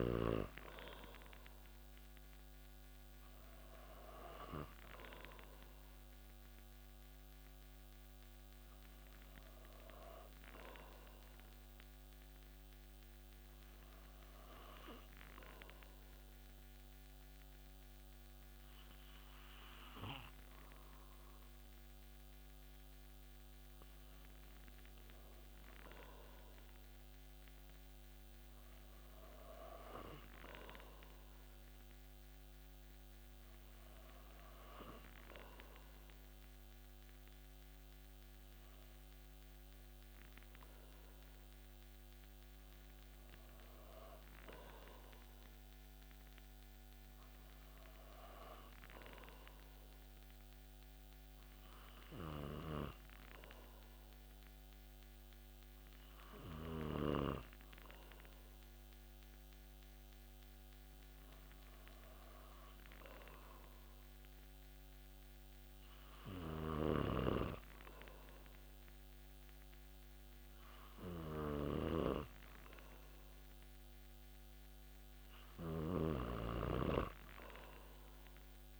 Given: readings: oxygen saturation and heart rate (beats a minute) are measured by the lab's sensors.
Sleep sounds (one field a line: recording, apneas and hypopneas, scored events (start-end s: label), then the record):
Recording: breathing in sleep by a microphone on the trachea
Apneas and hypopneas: 2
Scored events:
13.50-25.50 s: obstructive apnea (oxygen 95% before, 92% lowest)
28.00-32.50 s: arousal
48.00-71.00 s: hypopnea (oxygen 97% before, 94% lowest)
67.00-76.00 s: snoring (device-marked)
From the record:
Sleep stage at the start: N2 (light sleep)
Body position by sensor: on the back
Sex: male